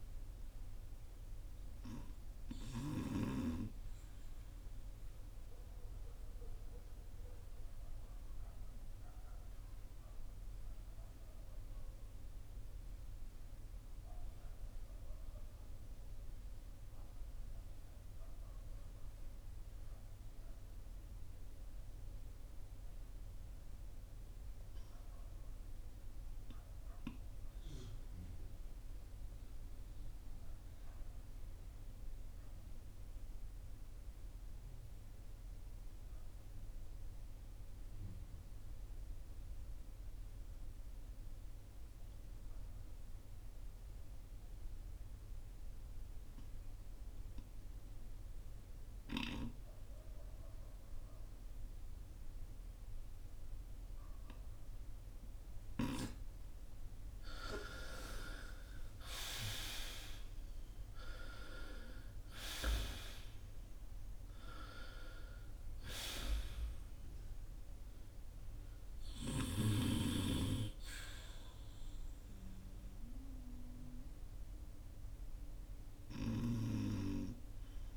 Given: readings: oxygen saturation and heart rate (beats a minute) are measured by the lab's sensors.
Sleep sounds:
breathing in sleep by a room microphone; 1
0.00-26.50 s: oxygen desaturation (device-marked, oxygen 75% lowest, heart rate 49 extreme)
3.00-56.00 s: obstructive apnea (oxygen 90% before, 75% lowest, heart rate 66 before, 49 extreme, up 13 after)
41.50-77.97 s: oxygen desaturation (device-marked, oxygen 97% before, 77% lowest, heart rate 53 before, 46 extreme)
57.50-61.50 s: arousal
67.50-77.97 s: new sleep stage, REM sleep
From the record:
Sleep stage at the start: N2 (light sleep); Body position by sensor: on the front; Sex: male

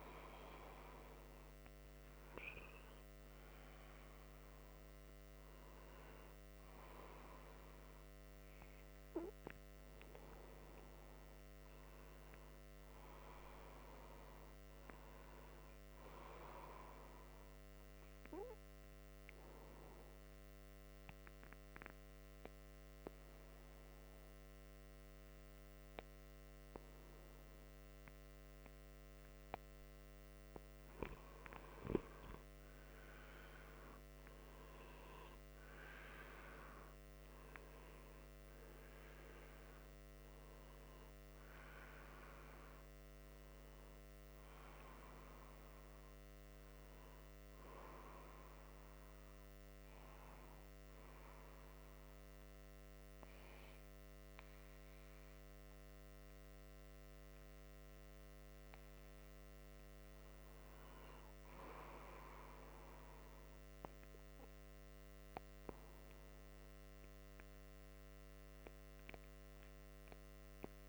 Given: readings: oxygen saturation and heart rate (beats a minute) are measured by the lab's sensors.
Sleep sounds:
breathing in sleep by a microphone on the trachea; 1
0.00-13.00 s: oxygen desaturation (device-marked, oxygen 92% lowest, heart rate 63 extreme)
16.00-70.89 s: new sleep stage, N2 (light sleep)
20.00-31.00 s: obstructive apnea (oxygen 98% before, 88% lowest, heart rate 67 before, 63 extreme, up 5 after)
31.00-64.00 s: oxygen desaturation (device-marked, oxygen 96% before, 88% lowest, heart rate 66 before, 61 extreme)
32.50-36.50 s: arousal
From the record:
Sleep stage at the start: N1 (lightest sleep); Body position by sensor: upright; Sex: male

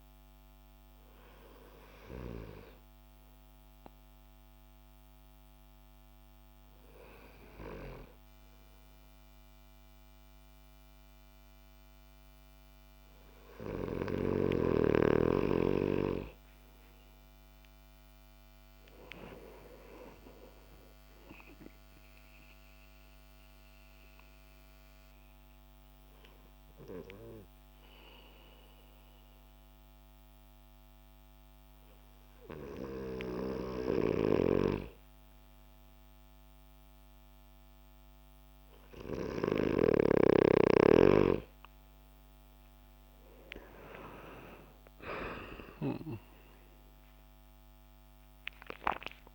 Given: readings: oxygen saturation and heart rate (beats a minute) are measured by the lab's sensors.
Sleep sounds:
breathing in sleep by a microphone on the trachea; none
43.00-48.50 s: arousal
From the record:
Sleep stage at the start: N2 (light sleep); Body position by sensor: on the back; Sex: male

